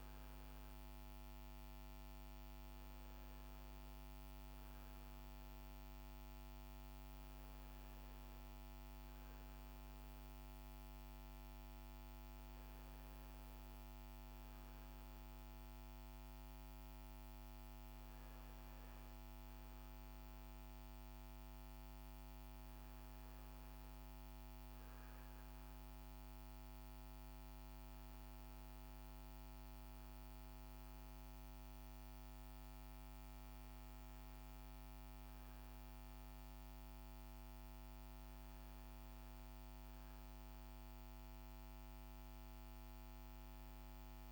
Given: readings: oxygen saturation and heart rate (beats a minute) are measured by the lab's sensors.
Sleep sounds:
breathing in sleep, hard to hear, by a microphone on the trachea; none
none scored
From the record:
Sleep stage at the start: N1 (lightest sleep); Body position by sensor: on the front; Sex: male

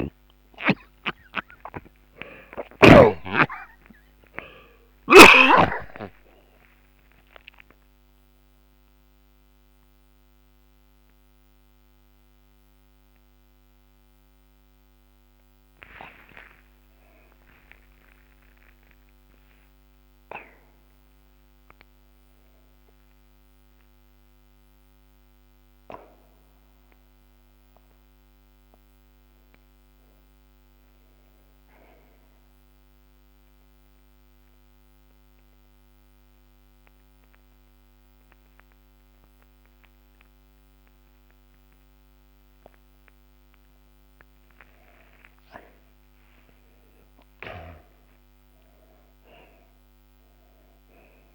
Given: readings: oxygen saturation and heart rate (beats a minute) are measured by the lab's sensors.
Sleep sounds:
breathing in sleep by a microphone on the trachea; 1
0.00-3.50 s: snoring (device-marked)
0.00-10.50 s: oxygen desaturation (device-marked, oxygen 75% lowest)
8.50-38.50 s: new sleep stage, N1 (lightest sleep)
16.50-23.00 s: arousal
32.50-51.35 s: oxygen desaturation (device-marked, oxygen 98% before, 80% lowest)
33.00-44.00 s: mixed apnea (oxygen 98% before, 79% lowest, heart rate 73 before, 40 extreme)
38.50-51.35 s: new sleep stage, N2 (light sleep)
46.00-49.50 s: arousal
From the record:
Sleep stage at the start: N2 (light sleep); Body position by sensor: on the back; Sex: male

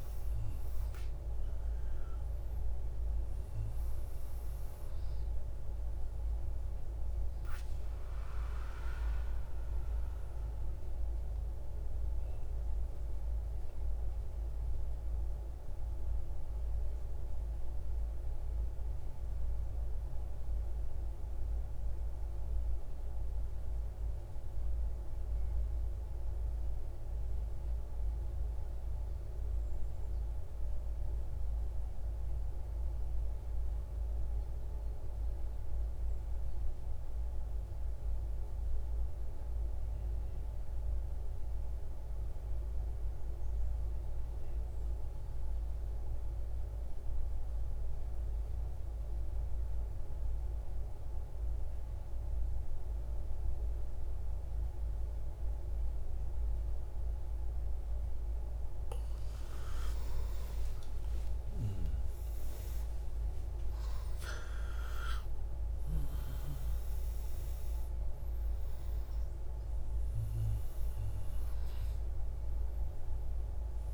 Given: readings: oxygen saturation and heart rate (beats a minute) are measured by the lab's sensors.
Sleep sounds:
breathing in sleep, hard to hear, by a room microphone; 1
0.00-19.00 s: oxygen desaturation (device-marked, oxygen 92% lowest, heart rate 78 extreme)
11.00-59.00 s: mixed apnea (oxygen 98% before, 87% lowest, heart rate 142 before, 87 extreme, up 50 after)
45.00-73.93 s: oxygen desaturation (device-marked, oxygen 98% before, 87% lowest, heart rate 117 before, 68 extreme)
60.00-64.50 s: arousal
From the record:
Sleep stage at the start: N2 (light sleep); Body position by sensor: on the right side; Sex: male

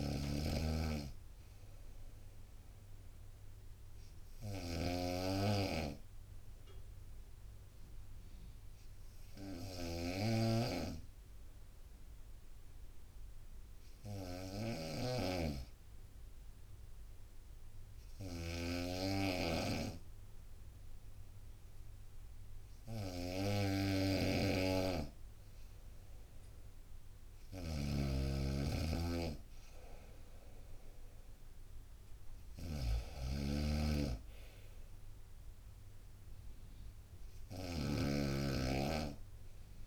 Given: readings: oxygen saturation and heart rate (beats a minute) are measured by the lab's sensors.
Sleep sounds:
breathing in sleep by a room microphone; 1
0.00-39.87 s: snoring (device-marked)
5.00-24.00 s: obstructive apnea (oxygen 95% before, 94% lowest, heart rate 62 before, 57 extreme, up 3 after)
28.50-32.00 s: arousal
From the record:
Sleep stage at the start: N2 (light sleep); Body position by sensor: on the right side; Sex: female

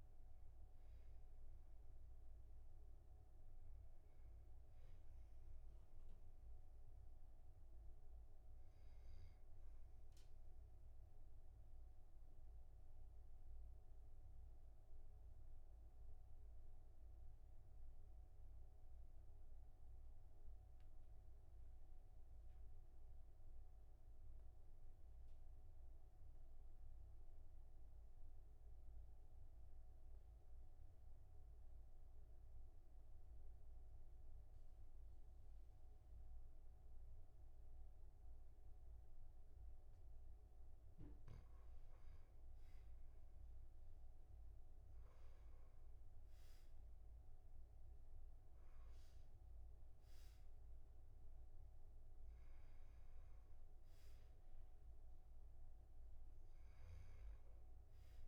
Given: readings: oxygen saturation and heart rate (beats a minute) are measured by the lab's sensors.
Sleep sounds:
breathing in sleep, hard to hear, by a room microphone; 1
4.50-25.50 s: oxygen desaturation (device-marked, oxygen 97% before, 93% lowest, heart rate 48 before, 35 extreme)
6.00-40.00 s: obstructive apnea (oxygen 98% before, 93% lowest, heart rate 48 before, 35 extreme, up 12 after)
42.00-47.00 s: arousal
From the record:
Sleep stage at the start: N2 (light sleep); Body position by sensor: on the back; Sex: male

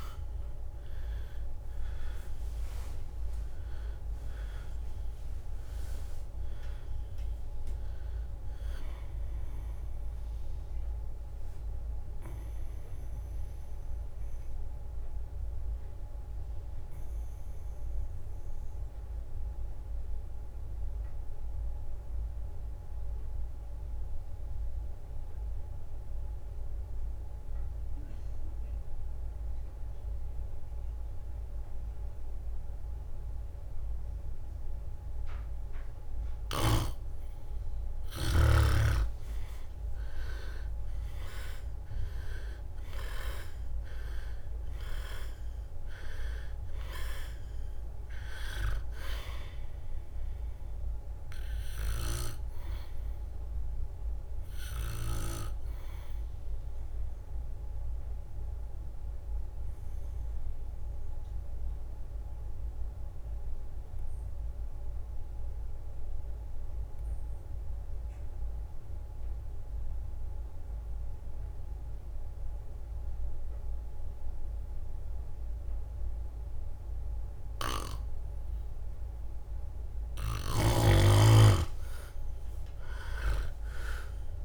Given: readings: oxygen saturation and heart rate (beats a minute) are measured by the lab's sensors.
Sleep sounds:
breathing in sleep by a room microphone; 2
0.00-12.00 s: drop in pulse transit time (device-marked, heart rate 69 extreme)
0.00-25.00 s: oxygen desaturation (device-marked, oxygen 90% lowest, heart rate 59 extreme)
1.00-9.50 s: leg movement (device-marked)
13.00-35.00 s: obstructive apnea (oxygen 99% before, 90% lowest, heart rate 72 before, 59 extreme, up 12 after)
37.50-41.50 s: arousal
38.00-40.00 s: leg movement (device-marked)
40.00-56.00 s: drop in pulse transit time (device-marked, heart rate 61 before, 64 extreme)
43.00-68.00 s: oxygen desaturation (device-marked, oxygen 100% before, 92% lowest, heart rate 63 before, 61 extreme)
56.50-79.50 s: obstructive apnea (oxygen 100% before, 90% lowest, heart rate 67 before, 61 extreme, up 9 after)
81.00-84.45 s: drop in pulse transit time (device-marked, heart rate 63 before, 65 extreme)
81.00-84.45 s: leg movement (device-marked)
81.00-84.45 s: oxygen desaturation (device-marked, oxygen 99% before, 90% lowest, heart rate 63 before, 58 extreme)
82.00-84.45 s: arousal
From the record:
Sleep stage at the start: N2 (light sleep); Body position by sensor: on the back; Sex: male

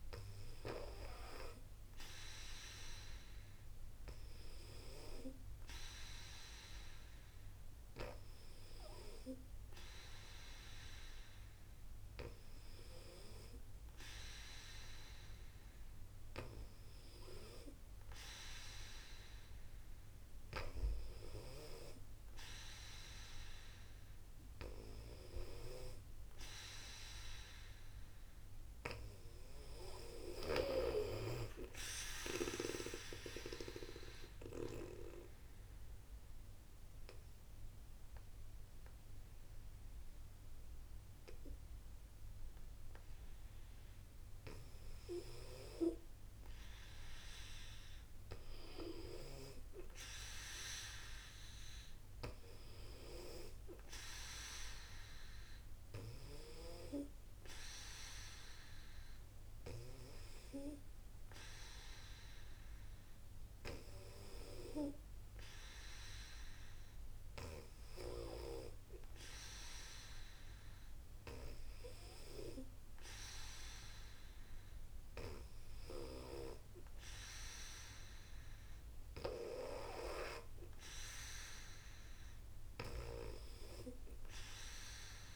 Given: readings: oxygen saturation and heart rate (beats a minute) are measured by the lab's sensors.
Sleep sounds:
breathing in sleep by a room microphone; 1
33.00-44.50 s: obstructive apnea (oxygen 95% before, 93% lowest, heart rate 65 before, 60 extreme, up 43 after)
47.50-51.00 s: arousal
64.50-72.50 s: oxygen desaturation (device-marked, oxygen 97% before, 93% lowest, heart rate 85 before, 61 extreme)
From the record:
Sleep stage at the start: N2 (light sleep); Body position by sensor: on the back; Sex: female

